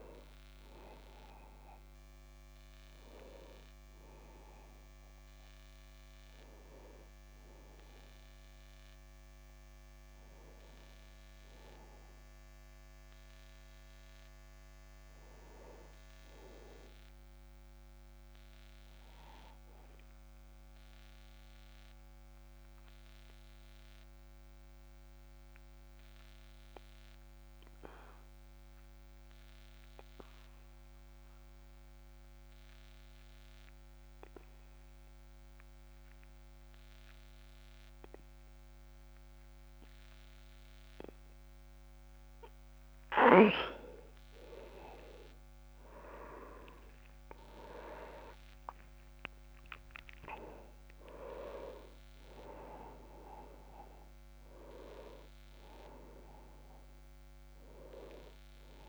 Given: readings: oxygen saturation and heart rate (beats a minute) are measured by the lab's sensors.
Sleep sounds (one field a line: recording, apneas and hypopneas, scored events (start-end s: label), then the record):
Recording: breathing in sleep by a microphone on the trachea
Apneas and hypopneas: 1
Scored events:
0.00-19.50 s: oxygen desaturation (device-marked, oxygen 92% lowest)
19.50-41.50 s: obstructive apnea (oxygen 98% before, 92% lowest)
44.00-47.00 s: arousal
44.50-58.89 s: oxygen desaturation (device-marked, oxygen 99% before, 92% lowest, heart rate 54 before, 35 extreme)
From the record:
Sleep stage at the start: N2 (light sleep)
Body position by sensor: on the back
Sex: male